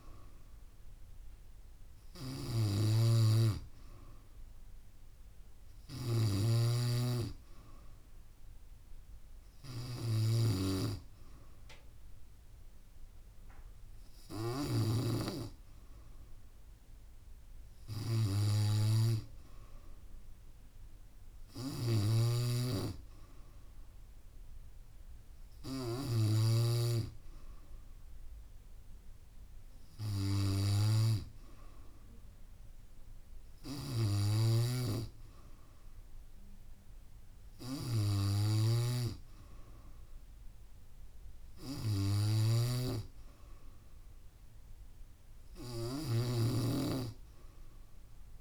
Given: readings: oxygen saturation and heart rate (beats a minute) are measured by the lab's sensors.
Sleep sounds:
breathing in sleep by a room microphone; none
2.00-15.00 s: snoring (device-marked)
22.00-27.00 s: snoring (device-marked)
34.50-48.41 s: snoring (device-marked)
From the record:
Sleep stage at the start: N3 (deep sleep); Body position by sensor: on the back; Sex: female

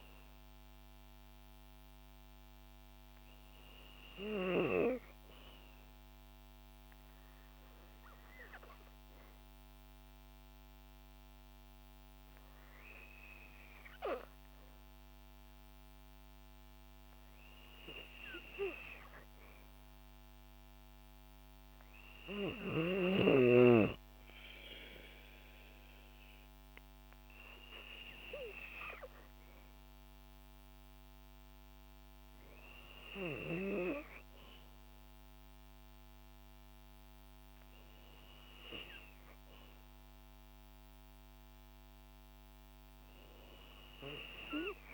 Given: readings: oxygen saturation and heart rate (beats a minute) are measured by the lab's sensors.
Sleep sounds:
breathing in sleep by a microphone on the trachea; 1
6.50-18.00 s: hypopnea (oxygen 95% before, 92% lowest, heart rate 54 before, 54 extreme, up 3 after)
20.50-24.00 s: arousal
From the record:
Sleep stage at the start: N2 (light sleep); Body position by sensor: on the back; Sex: female

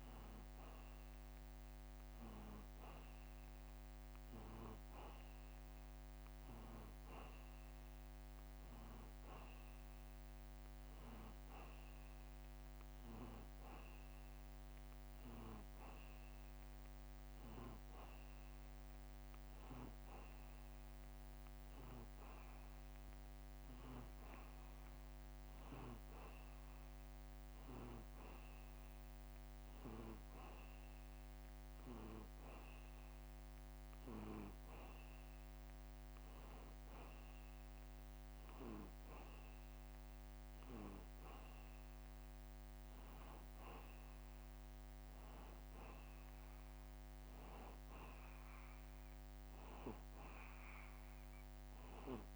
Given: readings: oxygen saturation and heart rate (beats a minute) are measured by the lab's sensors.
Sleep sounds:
breathing in sleep by a microphone on the trachea; none
29.00-52.36 s: new sleep stage, N2 (light sleep)
32.00-46.00 s: drop in pulse transit time (device-marked, heart rate 86 before, 84 extreme)
From the record:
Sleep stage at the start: N1 (lightest sleep); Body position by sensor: on the back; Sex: male

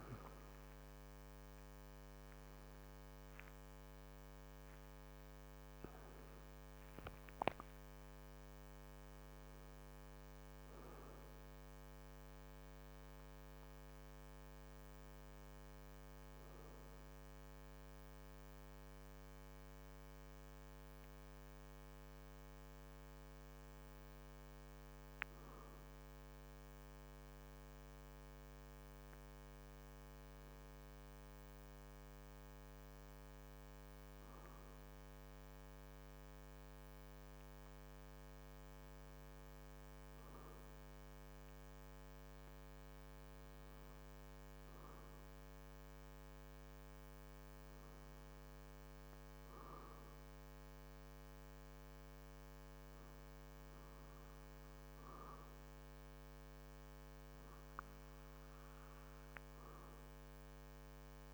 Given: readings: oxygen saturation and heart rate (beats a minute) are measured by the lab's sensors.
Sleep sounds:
breathing in sleep, hard to hear, by a microphone on the trachea; none
0.00-5.00 s: arousal
From the record:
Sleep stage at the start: N1 (lightest sleep); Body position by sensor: on the back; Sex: male

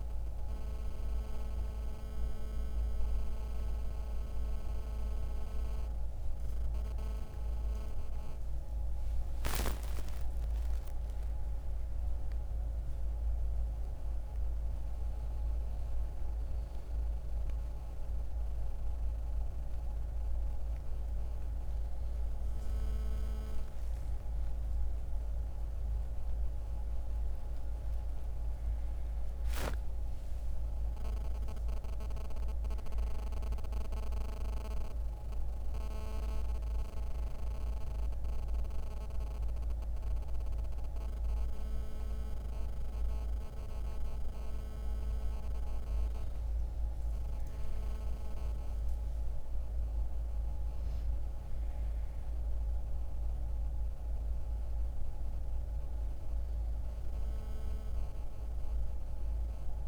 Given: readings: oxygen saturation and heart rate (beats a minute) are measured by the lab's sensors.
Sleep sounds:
a person awake in a sleep study, hard to hear, by a room microphone; none
none scored
From the record:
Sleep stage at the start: awake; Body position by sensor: on the back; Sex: male

